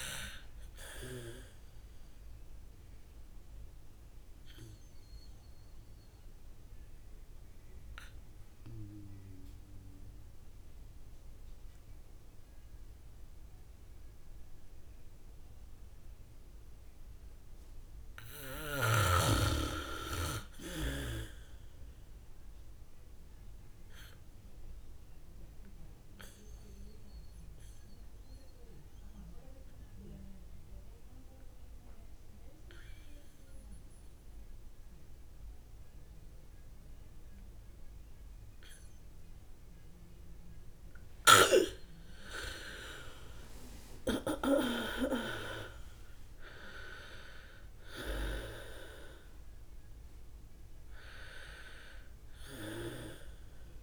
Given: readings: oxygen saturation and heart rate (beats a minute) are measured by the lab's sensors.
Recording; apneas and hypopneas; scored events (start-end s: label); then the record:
breathing in sleep by a room microphone; 2
0.00-14.50 s: oxygen desaturation (device-marked, oxygen 79% lowest, heart rate 37 extreme)
3.00-18.00 s: mixed apnea (oxygen 100% before, 79% lowest, heart rate 50 before, 40 extreme, up 27 after)
11.50-17.50 s: bradycardia (device-marked, heart rate 69 before, 45 extreme)
20.50-24.00 s: arousal
24.50-38.50 s: oxygen desaturation (device-marked, oxygen 99% before, 90% lowest)
30.50-42.00 s: obstructive apnea (oxygen 99% before, 80% lowest)
36.50-50.50 s: bradycardia (device-marked)
43.00-47.00 s: arousal
46.50-53.82 s: oxygen desaturation (device-marked, oxygen 97% before, 81% lowest, heart rate 61 before, 38 extreme)
From the record:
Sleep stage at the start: N2 (light sleep); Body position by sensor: on the back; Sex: female